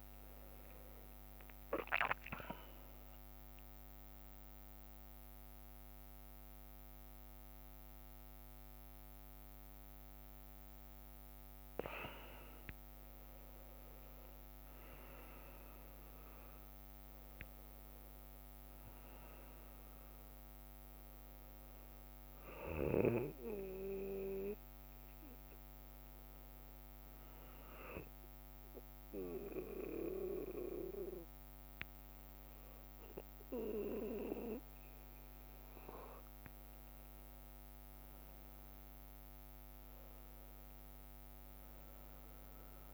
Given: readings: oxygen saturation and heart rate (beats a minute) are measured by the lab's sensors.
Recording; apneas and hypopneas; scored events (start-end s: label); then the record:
breathing in sleep by a microphone on the trachea; 2
0.00-16.00 s: drop in pulse transit time (device-marked, heart rate 64 extreme)
2.50-12.50 s: central apnea (oxygen 98% before, 95% lowest, heart rate 73 before, 61 extreme, up 4 after)
5.50-13.50 s: leg movement (device-marked)
14.50-18.50 s: arousal
15.00-16.50 s: leg movement (device-marked)
17.00-42.94 s: new sleep stage, N2 (light sleep)
19.00-22.00 s: leg movement (device-marked)
25.00-26.00 s: leg movement (device-marked)
26.00-28.50 s: leg movement (device-marked)
28.00-38.50 s: hypopnea (oxygen 98% before, 95% lowest, heart rate 65 before, 62 extreme, up 4 after)
30.00-37.50 s: leg movement (device-marked)
39.50-41.00 s: leg movement (device-marked)
From the record:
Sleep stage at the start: N1 (lightest sleep); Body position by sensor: on the back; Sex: male